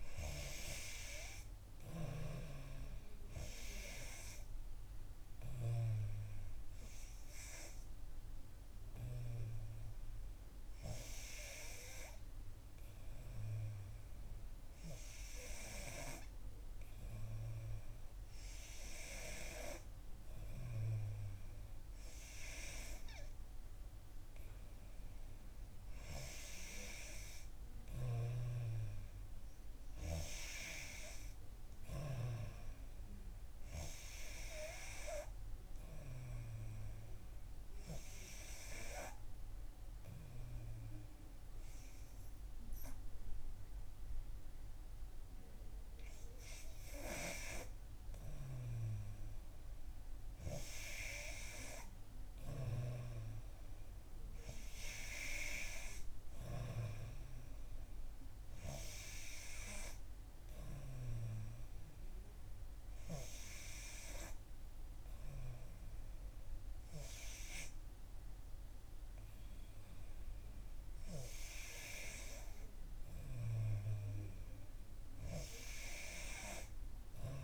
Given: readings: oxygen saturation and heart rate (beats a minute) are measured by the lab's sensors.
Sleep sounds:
breathing in sleep by a room microphone; 1
37.00-48.50 s: obstructive apnea (oxygen 92% before, 89% lowest, heart rate 65 before, 62 extreme)
51.00-54.00 s: arousal
From the record:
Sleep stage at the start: N3 (deep sleep); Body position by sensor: on the back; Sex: female

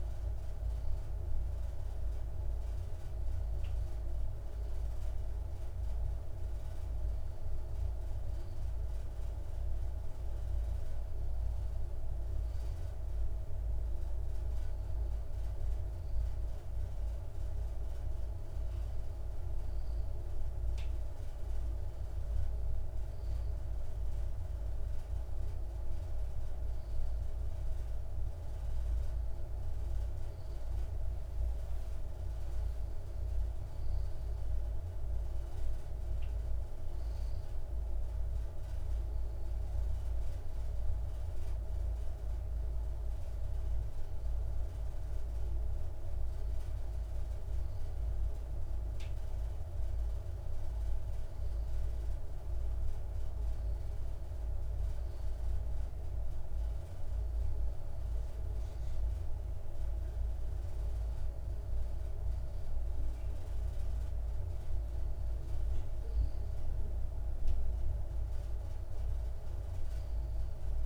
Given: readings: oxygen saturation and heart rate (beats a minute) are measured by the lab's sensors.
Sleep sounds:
breathing in sleep, hard to hear, by a room microphone; none
46.50-70.86 s: new sleep stage, N1 (lightest sleep)
From the record:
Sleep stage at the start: N2 (light sleep); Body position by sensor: on the left side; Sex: male

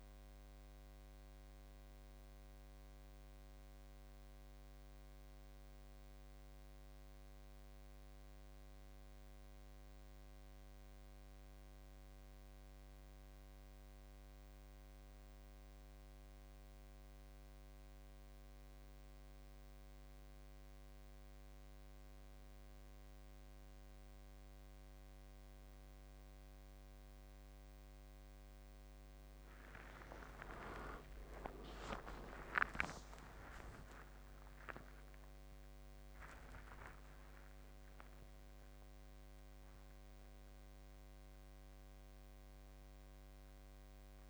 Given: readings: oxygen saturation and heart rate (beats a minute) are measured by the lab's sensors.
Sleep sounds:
breathing in sleep by a microphone on the trachea; none
30.00-37.00 s: arousal
From the record:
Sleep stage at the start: N2 (light sleep); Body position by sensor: on the back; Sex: male

